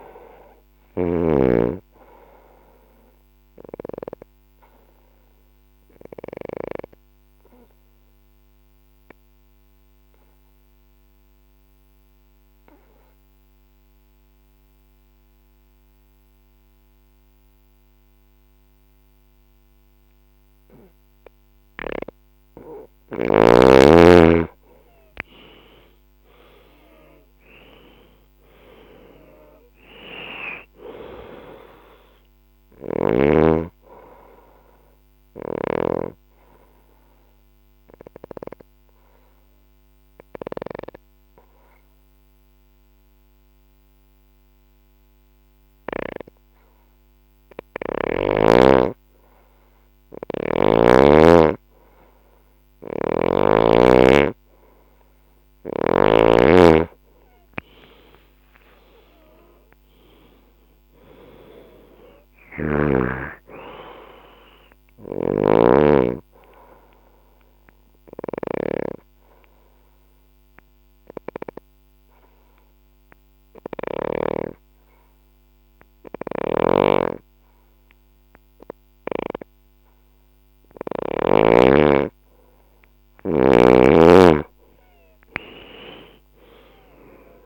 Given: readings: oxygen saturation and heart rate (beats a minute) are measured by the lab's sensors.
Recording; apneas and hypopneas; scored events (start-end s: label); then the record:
breathing in sleep by a microphone on the trachea; 3
0.50-12.50 s: oxygen desaturation (device-marked, oxygen 98% before, 91% lowest, heart rate 61 before, 59 extreme)
0.50-22.00 s: obstructive apnea (oxygen 98% before, 88% lowest, heart rate 61 before, 58 extreme, up 14 after)
24.00-28.50 s: arousal
24.50-42.50 s: oxygen desaturation (device-marked, oxygen 97% before, 88% lowest, heart rate 62 before, 58 extreme)
31.50-56.50 s: obstructive apnea (oxygen 97% before, 88% lowest, heart rate 66 before, 57 extreme, up 12 after)
35.50-39.50 s: bradycardia (device-marked, heart rate 66 before, 58 extreme)
47.00-50.50 s: snoring (device-marked)
56.50-75.50 s: oxygen desaturation (device-marked, oxygen 97% before, 91% lowest, heart rate 61 before, 56 extreme)
58.50-63.00 s: arousal
62.00-68.50 s: snoring (device-marked)
65.00-82.50 s: obstructive apnea (oxygen 97% before, 90% lowest, heart rate 65 before, 54 extreme, up 17 after)
67.50-74.50 s: bradycardia (device-marked, heart rate 66 before, 57 extreme)
76.00-81.00 s: snoring (device-marked)
85.50-87.45 s: arousal
From the record:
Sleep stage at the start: N2 (light sleep); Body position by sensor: on the left side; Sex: female